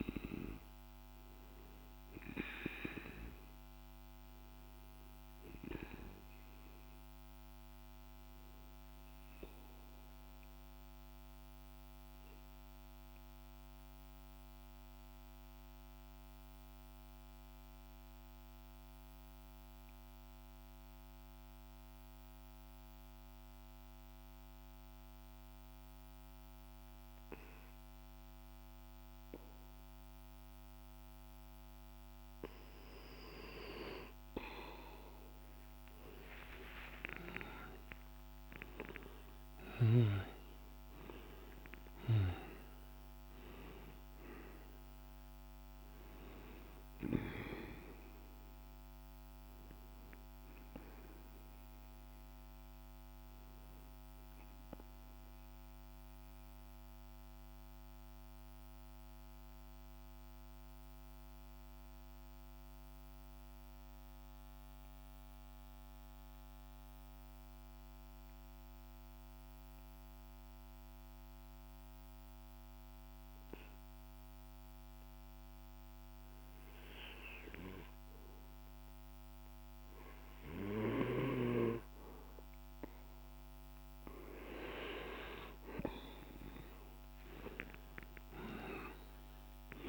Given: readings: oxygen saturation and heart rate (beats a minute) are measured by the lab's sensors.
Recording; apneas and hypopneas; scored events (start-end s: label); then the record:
breathing in sleep by a microphone on the trachea; 2
0.00-13.50 s: oxygen desaturation (device-marked, oxygen 91% lowest, heart rate 45 extreme)
8.50-33.00 s: mixed apnea (oxygen 99% before, 90% lowest, heart rate 55 before, 45 extreme, up 7 after)
29.50-61.50 s: oxygen desaturation (device-marked, oxygen 98% before, 90% lowest, heart rate 47 before, 46 extreme)
35.50-39.50 s: arousal
52.50-81.00 s: mixed apnea (oxygen 98% before, 89% lowest, heart rate 51 before, 46 extreme, up 15 after)
80.50-89.89 s: oxygen desaturation (device-marked, oxygen 98% before, 89% lowest, heart rate 47 before, 47 extreme)
87.00-89.89 s: arousal
From the record:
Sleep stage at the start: N2 (light sleep); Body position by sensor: on the back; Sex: male